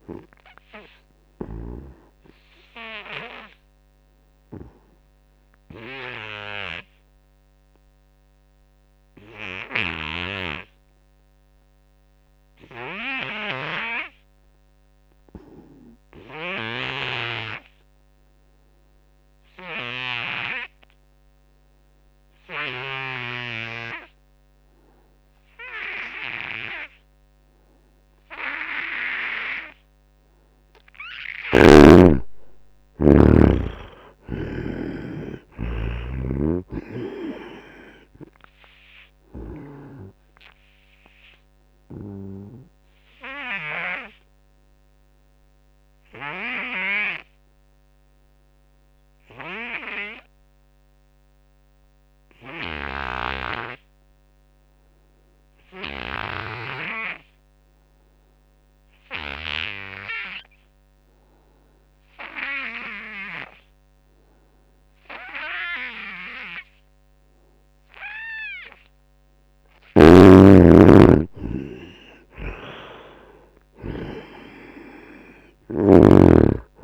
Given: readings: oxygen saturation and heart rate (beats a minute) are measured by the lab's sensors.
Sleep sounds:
breathing in sleep by a microphone on the trachea; 2
0.00-1.50 s: snoring (device-marked)
0.00-11.00 s: oxygen desaturation (device-marked, oxygen 74% lowest, heart rate 67 extreme)
1.50-30.00 s: obstructive apnea (oxygen 98% before, 74% lowest, heart rate 79 before, 67 extreme, up 9 after)
27.00-54.00 s: oxygen desaturation (device-marked, oxygen 97% before, 76% lowest, heart rate 81 before, 68 extreme)
31.00-34.50 s: snoring (device-marked)
31.50-34.50 s: arousal
40.50-68.00 s: obstructive apnea (oxygen 98% before, 74% lowest, heart rate 76 before, 72 extreme, up 11 after)
56.00-76.84 s: oxygen desaturation (device-marked, oxygen 98% before, 74% lowest, heart rate 84 before, 67 extreme)
69.50-72.50 s: arousal
72.00-76.84 s: snoring (device-marked)
From the record:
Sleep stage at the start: N2 (light sleep); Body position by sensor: on the front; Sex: male

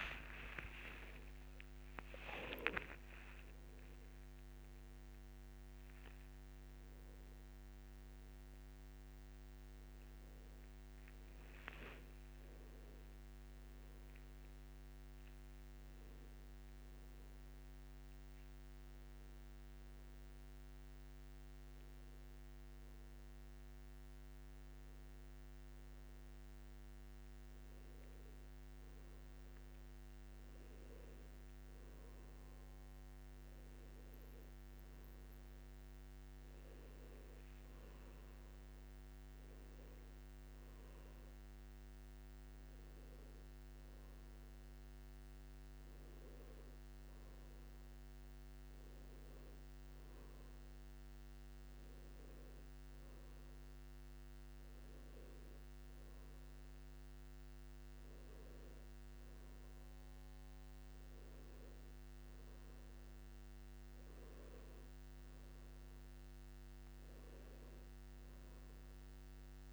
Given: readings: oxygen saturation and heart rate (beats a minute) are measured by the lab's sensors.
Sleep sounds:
breathing in sleep, hard to hear, by a microphone on the trachea; none
1.00-3.00 s: long interval between heartbeats (device-marked, heart rate 62 before, 86 extreme)
3.50-11.00 s: arousal
4.00-6.00 s: long interval between heartbeats (device-marked, heart rate 67 before, 108 extreme)
From the record:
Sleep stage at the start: N2 (light sleep); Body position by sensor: on the back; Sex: male

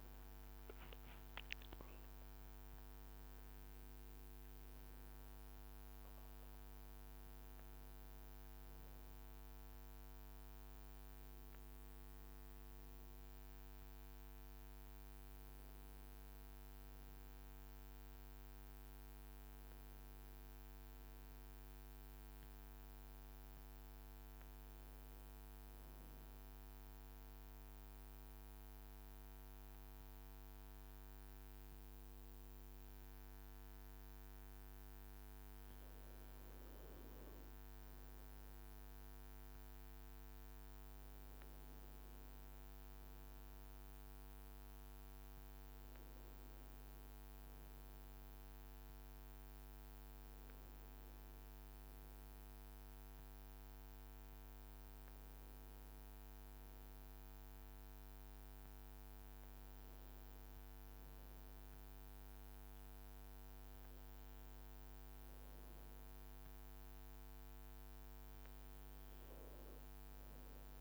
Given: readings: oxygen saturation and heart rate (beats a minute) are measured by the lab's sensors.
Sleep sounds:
breathing in sleep, hard to hear, by a microphone on the trachea; 1
0.00-1.50 s: arousal
23.00-36.00 s: obstructive apnea (oxygen 93% before, 92% lowest, heart rate 58 before, 51 extreme, up 3 after)
38.50-43.50 s: arousal
From the record:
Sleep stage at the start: N2 (light sleep); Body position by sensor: on the back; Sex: male

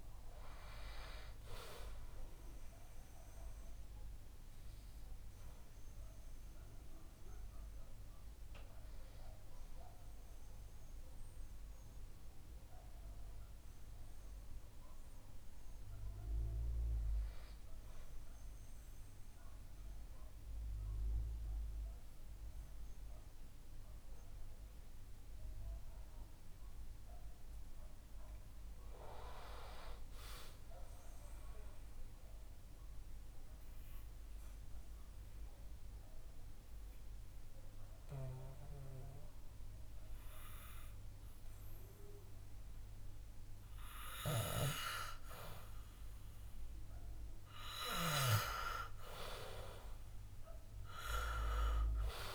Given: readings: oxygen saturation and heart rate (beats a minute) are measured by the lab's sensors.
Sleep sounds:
breathing in sleep by a room microphone; 2
0.00-17.50 s: oxygen desaturation (device-marked, oxygen 89% lowest, heart rate 60 extreme)
3.50-24.00 s: obstructive apnea (oxygen 99% before, 89% lowest, heart rate 64 before, 61 extreme, up 4 after)
25.50-29.00 s: arousal
32.50-45.00 s: obstructive apnea (oxygen 98% before, 93% lowest, heart rate 65 before, 58 extreme, up 7 after)
47.50-51.00 s: arousal
From the record:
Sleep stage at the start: REM sleep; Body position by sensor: on the back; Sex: male

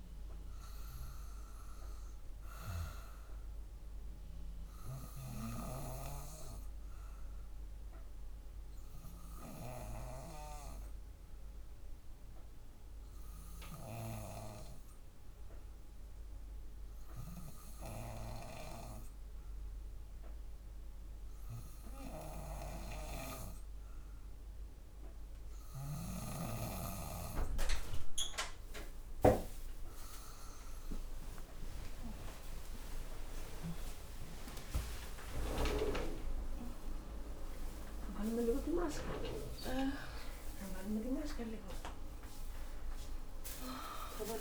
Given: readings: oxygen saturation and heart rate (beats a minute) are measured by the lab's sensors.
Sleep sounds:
breathing in sleep by a room microphone; none
11.00-13.00 s: bradycardia (device-marked, heart rate 60 before, 60 extreme)
31.50-33.50 s: long interval between heartbeats (device-marked, heart rate 61 before, 88 extreme)
33.50-35.50 s: long interval between heartbeats (device-marked, heart rate 64 before, 114 extreme)
35.00-44.41 s: new sleep stage, awake
From the record:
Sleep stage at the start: N2 (light sleep); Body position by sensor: on the back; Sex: female

